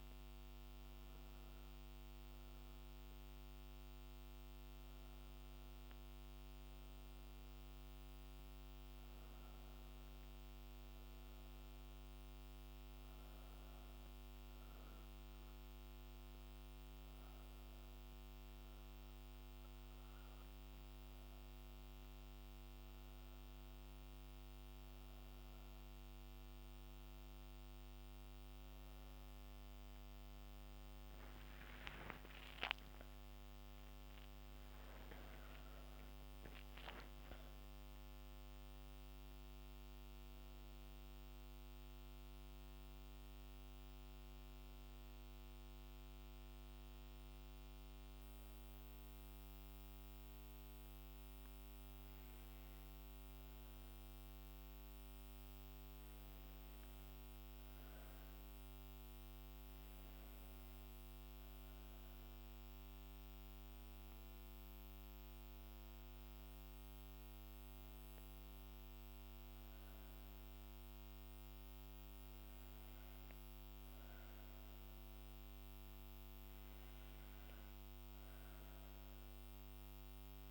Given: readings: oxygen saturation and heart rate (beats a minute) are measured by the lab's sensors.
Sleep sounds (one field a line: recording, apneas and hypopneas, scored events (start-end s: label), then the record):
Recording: breathing in sleep, hard to hear, by a microphone on the trachea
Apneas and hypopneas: 1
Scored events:
3.00-80.50 s: new sleep stage, N2 (light sleep)
18.50-32.50 s: obstructive apnea (oxygen 95% before, 93% lowest, heart rate 59 before, 57 extreme, up 10 after)
33.50-37.50 s: arousal
From the record:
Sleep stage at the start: N1 (lightest sleep)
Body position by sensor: on the back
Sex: female